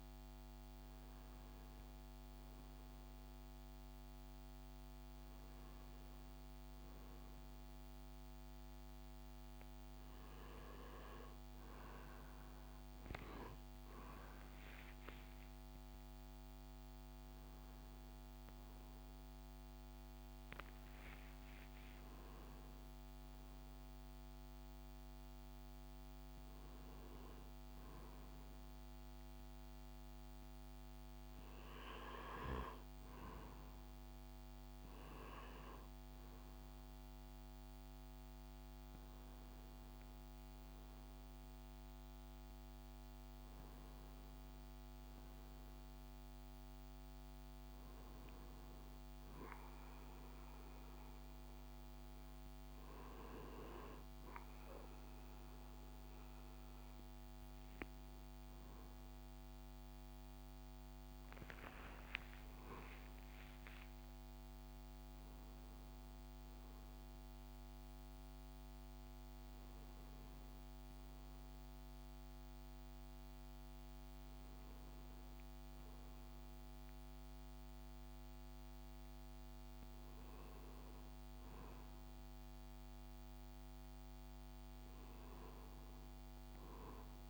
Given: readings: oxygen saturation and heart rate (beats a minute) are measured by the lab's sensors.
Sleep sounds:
breathing in sleep, hard to hear, by a microphone on the trachea; none
15.00-21.00 s: arousal
59.50-65.00 s: arousal
From the record:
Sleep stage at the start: N1 (lightest sleep); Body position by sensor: upright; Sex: male

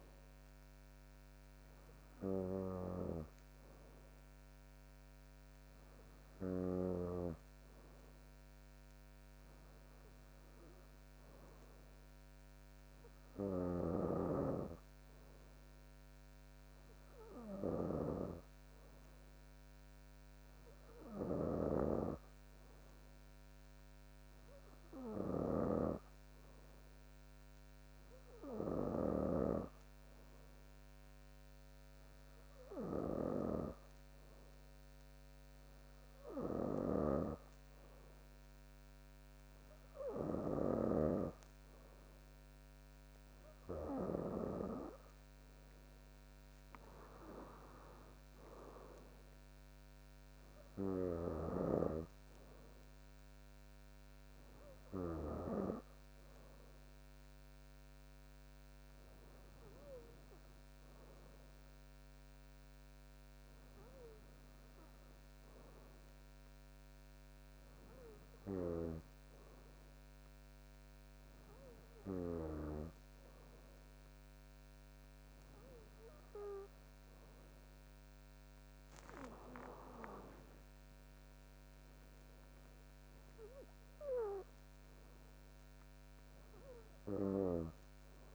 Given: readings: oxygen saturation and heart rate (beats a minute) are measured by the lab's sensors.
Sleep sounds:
breathing in sleep by a microphone on the trachea; none
0.00-2.50 s: oxygen desaturation (device-marked, oxygen 93% lowest, heart rate 59 extreme)
25.50-29.50 s: snoring (device-marked)
37.00-41.00 s: snoring (device-marked)
52.50-57.50 s: bradycardia (device-marked, heart rate 66 before, 58 extreme)
67.50-74.50 s: oxygen desaturation (device-marked, oxygen 97% before, 94% lowest, heart rate 62 before, 55 extreme)
80.50-84.00 s: arousal
85.50-88.35 s: bradycardia (device-marked, heart rate 66 before, 55 extreme)
From the record:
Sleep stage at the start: N2 (light sleep); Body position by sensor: on the back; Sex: female

